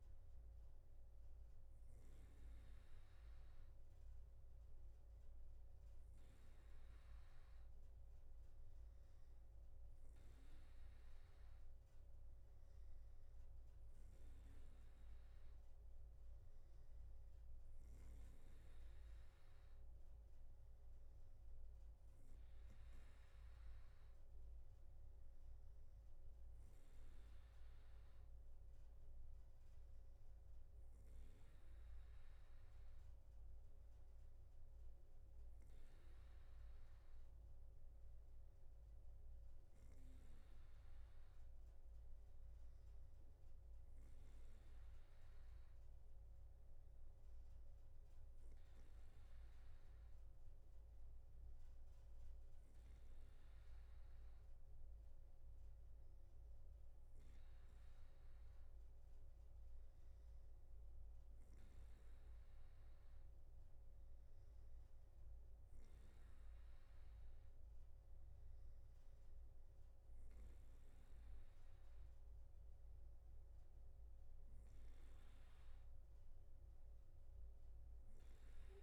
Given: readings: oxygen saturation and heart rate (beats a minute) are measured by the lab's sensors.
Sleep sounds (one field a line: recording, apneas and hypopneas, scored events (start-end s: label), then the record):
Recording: breathing in sleep, hard to hear, by a room microphone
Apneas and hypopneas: none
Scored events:
none scored
From the record:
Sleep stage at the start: N2 (light sleep)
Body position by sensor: on the back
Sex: male